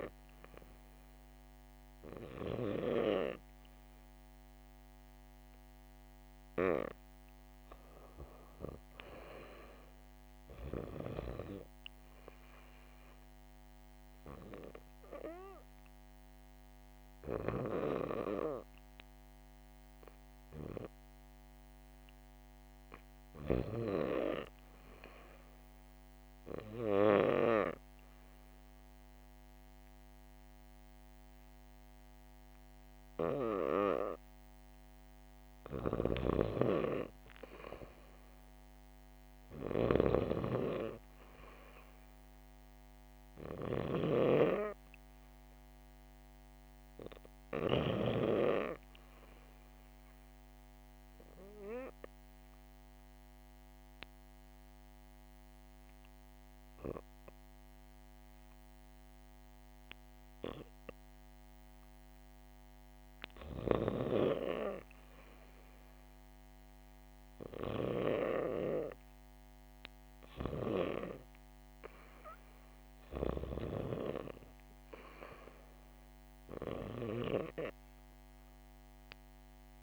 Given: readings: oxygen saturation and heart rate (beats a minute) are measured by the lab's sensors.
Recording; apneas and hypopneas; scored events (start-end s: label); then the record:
breathing in sleep by a microphone on the trachea; 2
14.00-24.50 s: hypopnea (oxygen 96% before, 84% lowest, heart rate 72 before, 70 extreme, up 3 after)
27.50-30.50 s: arousal
35.50-44.00 s: snoring (device-marked)
44.00-53.00 s: oxygen desaturation (device-marked, oxygen 93% before, 88% lowest, heart rate 73 before, 69 extreme)
51.00-63.00 s: obstructive apnea (oxygen 94% before, 84% lowest, heart rate 72 before, 69 extreme)
66.00-69.00 s: arousal
71.00-79.83 s: oxygen desaturation (device-marked, oxygen 92% before, 84% lowest, heart rate 72 before, 71 extreme)
From the record:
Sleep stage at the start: REM sleep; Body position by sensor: on the back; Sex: female